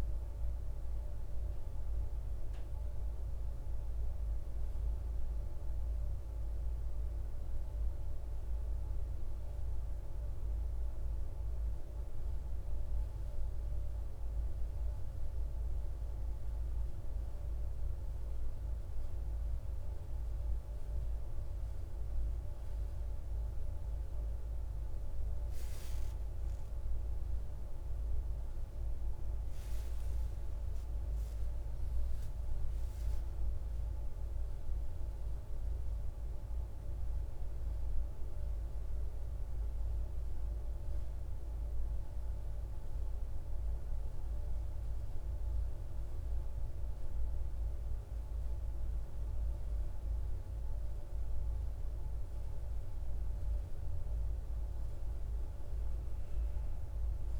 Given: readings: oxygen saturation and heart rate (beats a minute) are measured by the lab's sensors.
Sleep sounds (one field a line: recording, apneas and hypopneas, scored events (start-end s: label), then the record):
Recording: breathing in sleep, hard to hear, by a room microphone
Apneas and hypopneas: 2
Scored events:
0.00-8.00 s: oxygen desaturation (device-marked, oxygen 92% lowest, heart rate 55 extreme)
0.50-18.00 s: obstructive apnea (oxygen 95% before, 92% lowest, heart rate 66 before, 55 extreme, up 2 after)
22.00-27.00 s: arousal
36.50-51.00 s: obstructive apnea (oxygen 97% before, 91% lowest, heart rate 59 before, 56 extreme, up 4 after)
51.50-56.50 s: arousal
From the record:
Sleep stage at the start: N2 (light sleep)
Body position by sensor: on the back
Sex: male